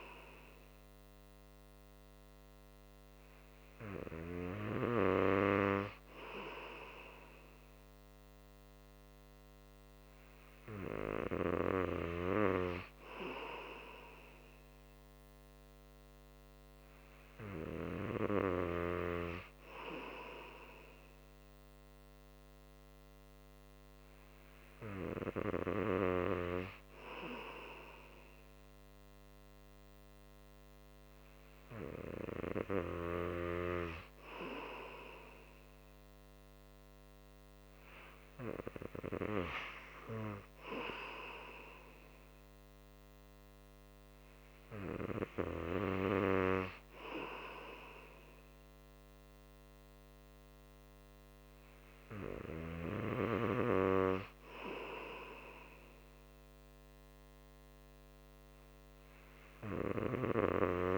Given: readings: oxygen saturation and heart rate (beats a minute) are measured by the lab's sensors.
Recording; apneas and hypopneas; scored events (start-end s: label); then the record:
breathing in sleep by a microphone on the trachea; none
none scored
From the record:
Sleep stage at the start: N2 (light sleep); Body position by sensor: on the right side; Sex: male